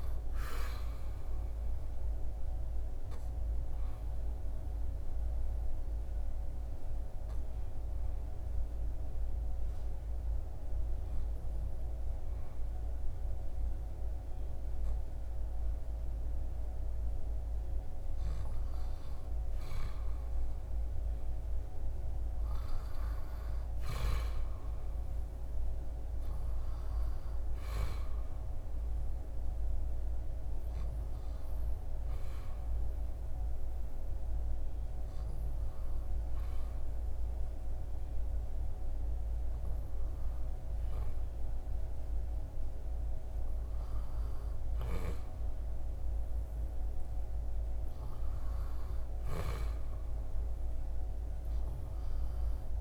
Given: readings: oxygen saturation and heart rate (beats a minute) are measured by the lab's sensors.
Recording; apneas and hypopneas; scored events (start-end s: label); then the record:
breathing in sleep, hard to hear, by a room microphone; 2
2.50-16.50 s: obstructive apnea (oxygen 97% before, 95% lowest, heart rate 78 before, 71 extreme, up 6 after)
20.00-22.50 s: arousal
28.00-43.00 s: hypopnea (oxygen 99% before, 95% lowest, heart rate 74 before, 73 extreme, up 2 after)
45.50-49.00 s: arousal
From the record:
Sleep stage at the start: N2 (light sleep); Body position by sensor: on the back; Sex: male